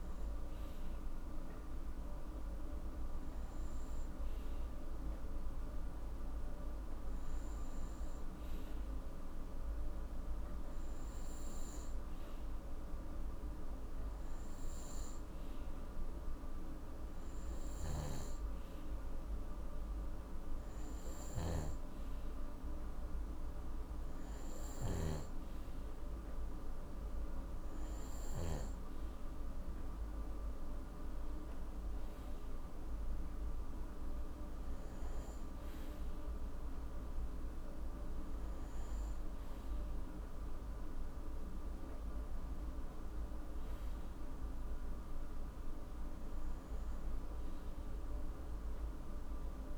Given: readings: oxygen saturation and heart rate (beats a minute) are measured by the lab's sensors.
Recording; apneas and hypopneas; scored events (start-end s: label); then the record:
breathing in sleep, hard to hear, by a room microphone; none
17.50-25.00 s: snoring (device-marked)
From the record:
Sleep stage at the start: N2 (light sleep); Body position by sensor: on the right side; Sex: male